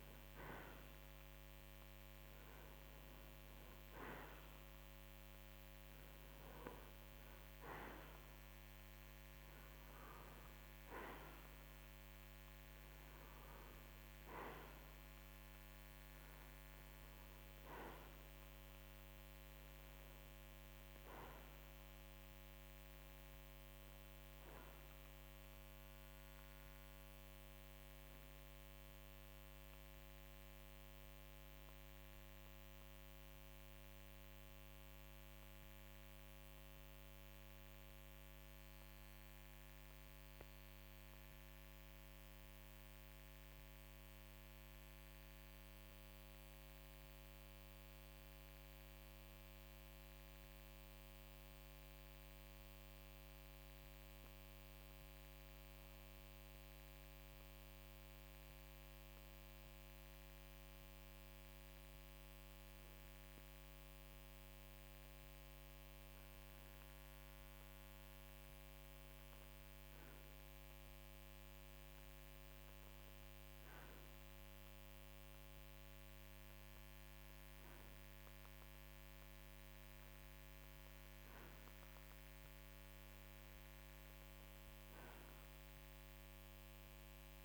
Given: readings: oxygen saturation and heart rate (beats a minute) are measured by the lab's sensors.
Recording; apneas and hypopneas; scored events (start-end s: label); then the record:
breathing in sleep, hard to hear, by a microphone on the trachea; 1
22.50-45.50 s: oxygen desaturation (device-marked, oxygen 94% before, 91% lowest, heart rate 55 before, 51 extreme)
38.00-66.00 s: mixed apnea (oxygen 95% before, 91% lowest, heart rate 55 before, 49 extreme, up 4 after)
68.50-72.50 s: arousal
78.50-87.45 s: oxygen desaturation (device-marked, oxygen 96% before, 91% lowest, heart rate 53 before, 49 extreme)
From the record:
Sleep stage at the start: N2 (light sleep); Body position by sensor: on the right side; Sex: male